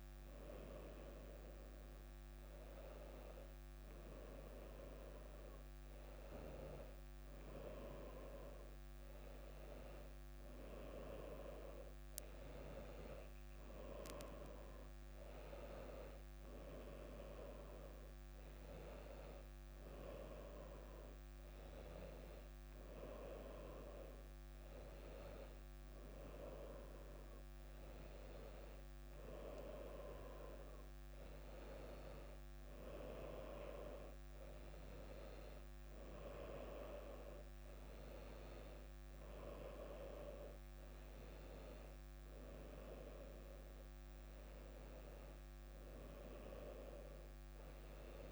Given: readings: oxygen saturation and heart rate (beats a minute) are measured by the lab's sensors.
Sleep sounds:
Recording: breathing in sleep by a microphone on the trachea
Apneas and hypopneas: none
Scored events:
3.00-48.31 s: new sleep stage, N2 (light sleep)
From the record:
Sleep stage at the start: N1 (lightest sleep)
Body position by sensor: on the back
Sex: female

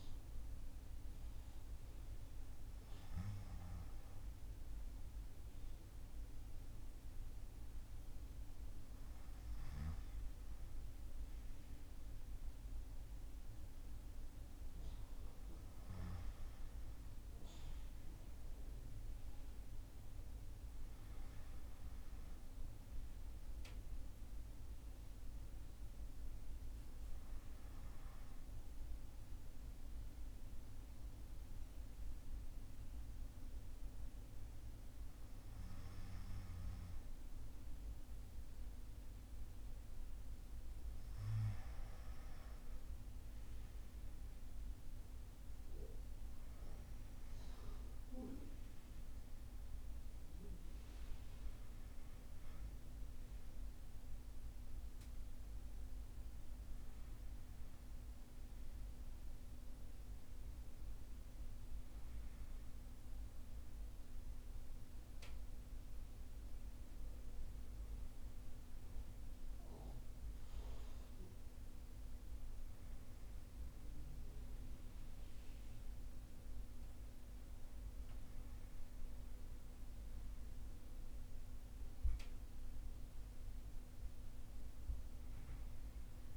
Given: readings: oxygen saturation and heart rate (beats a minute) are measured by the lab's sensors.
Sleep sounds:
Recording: breathing in sleep, hard to hear, by a room microphone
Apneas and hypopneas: 1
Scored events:
19.00-22.50 s: arousal
26.00-40.50 s: hypopnea (oxygen 96% before, 94% lowest, heart rate 61 before, 59 extreme, up 3 after)
44.50-48.50 s: arousal
From the record:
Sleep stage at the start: N1 (lightest sleep)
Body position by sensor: on the back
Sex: male

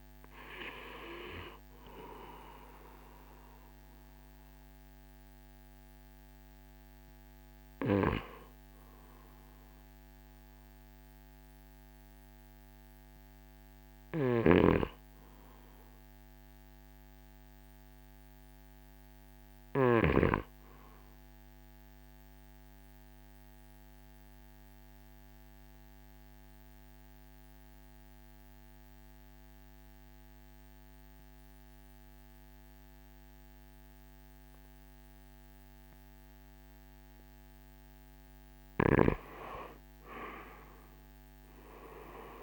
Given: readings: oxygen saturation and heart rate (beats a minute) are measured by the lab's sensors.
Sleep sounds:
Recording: breathing in sleep by a microphone on the trachea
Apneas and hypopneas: 1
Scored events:
0.00-5.00 s: oxygen desaturation (device-marked, oxygen 84% lowest, heart rate 53 extreme)
14.00-20.00 s: snoring (device-marked)
20.50-38.00 s: obstructive apnea (oxygen 99% before, 84% lowest, heart rate 59 before, 51 extreme, up 18 after)
29.00-42.43 s: oxygen desaturation (device-marked, oxygen 99% before, 84% lowest, heart rate 58 before, 51 extreme)
39.00-42.43 s: arousal
From the record:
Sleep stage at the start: REM sleep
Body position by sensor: on the right side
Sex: male

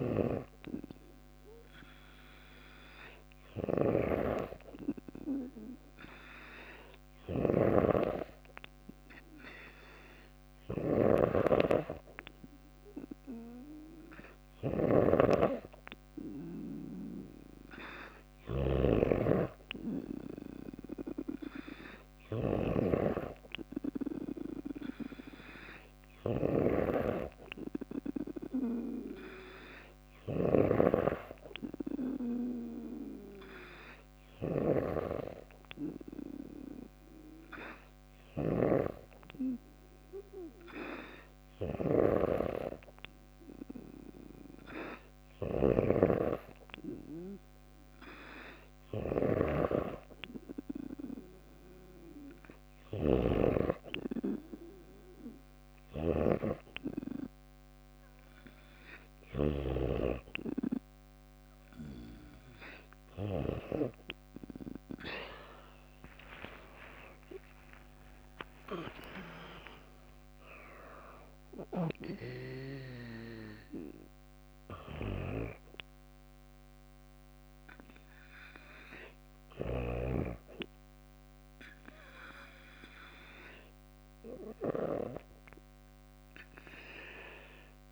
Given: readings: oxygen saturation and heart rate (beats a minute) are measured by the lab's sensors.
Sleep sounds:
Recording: breathing in sleep by a microphone on the trachea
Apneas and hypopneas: 1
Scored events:
0.00-1.50 s: oxygen desaturation (device-marked, oxygen 92% lowest)
0.00-59.00 s: snoring (device-marked)
26.50-29.00 s: arousal
31.00-44.00 s: obstructive apnea (oxygen 96% before, 95% lowest)
46.00-49.00 s: arousal
64.50-68.50 s: tachycardia (device-marked)
65.50-69.50 s: arousal
From the record:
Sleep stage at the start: N2 (light sleep)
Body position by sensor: on the back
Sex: female

